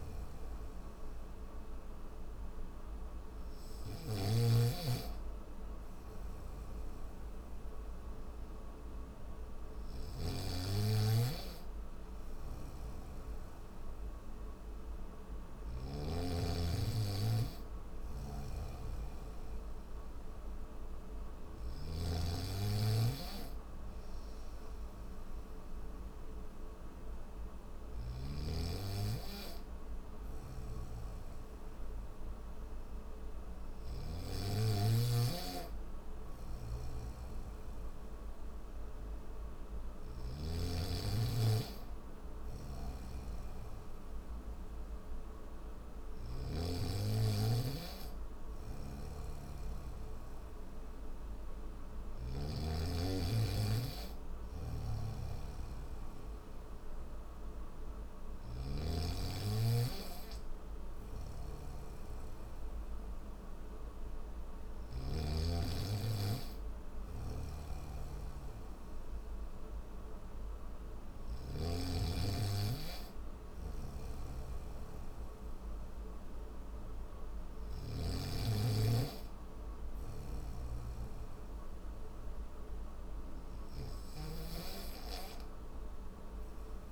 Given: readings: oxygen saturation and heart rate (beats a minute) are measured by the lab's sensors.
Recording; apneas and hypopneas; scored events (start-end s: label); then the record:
breathing in sleep by a room microphone; none
0.00-15.50 s: snoring (device-marked)
17.50-46.00 s: snoring (device-marked)
48.00-52.00 s: snoring (device-marked)
54.00-64.50 s: snoring (device-marked)
66.50-71.00 s: snoring (device-marked)
73.00-77.50 s: snoring (device-marked)
79.50-86.92 s: snoring (device-marked)
From the record:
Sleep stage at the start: N3 (deep sleep); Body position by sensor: on the back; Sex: male